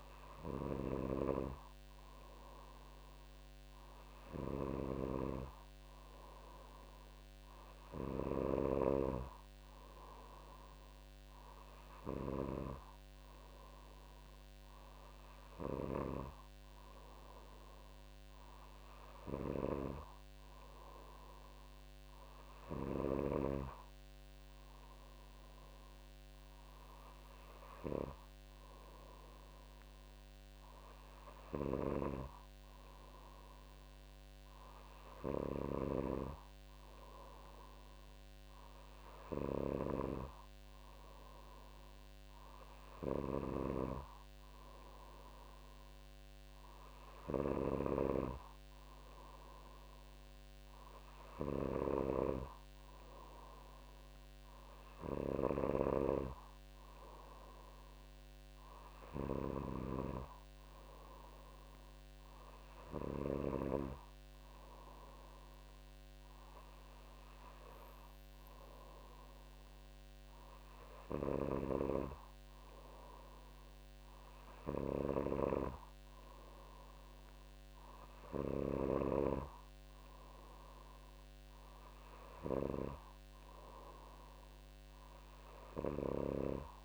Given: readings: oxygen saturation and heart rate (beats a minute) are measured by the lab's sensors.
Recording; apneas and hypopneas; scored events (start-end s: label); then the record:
breathing in sleep by a microphone on the trachea; none
none scored
From the record:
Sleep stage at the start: N2 (light sleep); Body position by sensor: on the back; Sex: female